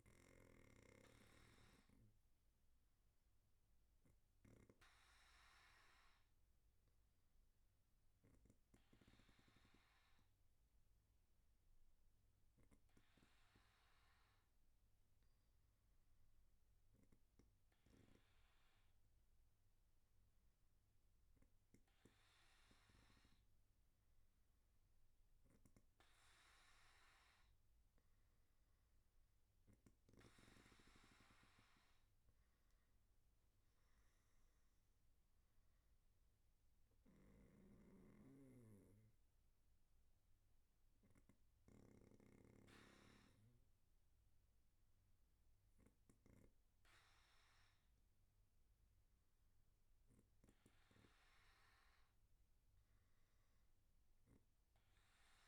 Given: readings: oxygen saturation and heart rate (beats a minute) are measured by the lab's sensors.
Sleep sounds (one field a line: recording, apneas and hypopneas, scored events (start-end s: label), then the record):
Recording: breathing in sleep by a room microphone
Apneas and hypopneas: none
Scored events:
32.50-55.48 s: new sleep stage, N2 (light sleep)
From the record:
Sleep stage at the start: N1 (lightest sleep)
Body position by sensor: on the back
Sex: male